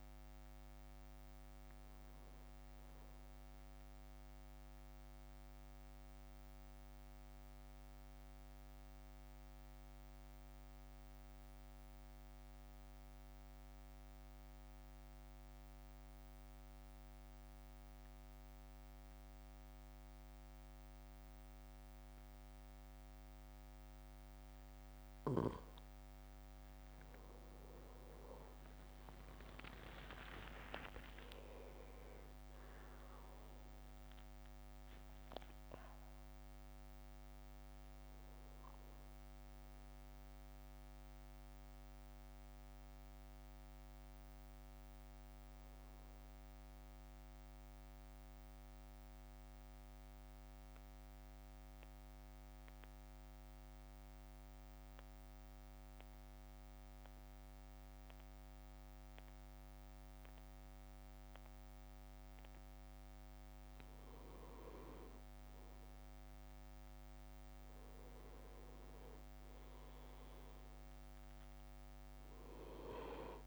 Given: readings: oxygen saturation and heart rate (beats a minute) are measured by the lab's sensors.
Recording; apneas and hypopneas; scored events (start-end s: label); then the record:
breathing in sleep by a microphone on the trachea; 2
0.00-3.00 s: drop in pulse transit time (device-marked, heart rate 54 extreme)
5.00-24.50 s: mixed apnea (oxygen 99% before, 93% lowest, heart rate 56 before, 53 extreme, up 7 after)
8.00-16.00 s: oxygen desaturation (device-marked, oxygen 96% before, 93% lowest, heart rate 56 before, 55 extreme)
27.50-29.00 s: leg movement (device-marked)
27.50-31.50 s: arousal
30.00-42.00 s: drop in pulse transit time (device-marked, heart rate 56 before, 55 extreme)
31.00-40.00 s: oxygen desaturation (device-marked, oxygen 100% before, 96% lowest, heart rate 57 before, 54 extreme)
48.50-64.00 s: central apnea (oxygen 100% before, 95% lowest, heart rate 58 before, 52 extreme, up 4 after)
65.50-68.50 s: leg movement (device-marked)
66.50-70.00 s: arousal
70.00-73.47 s: oxygen desaturation (device-marked, oxygen 100% before, 95% lowest, heart rate 57 before, 52 extreme)
From the record:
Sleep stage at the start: N2 (light sleep); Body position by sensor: on the back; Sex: male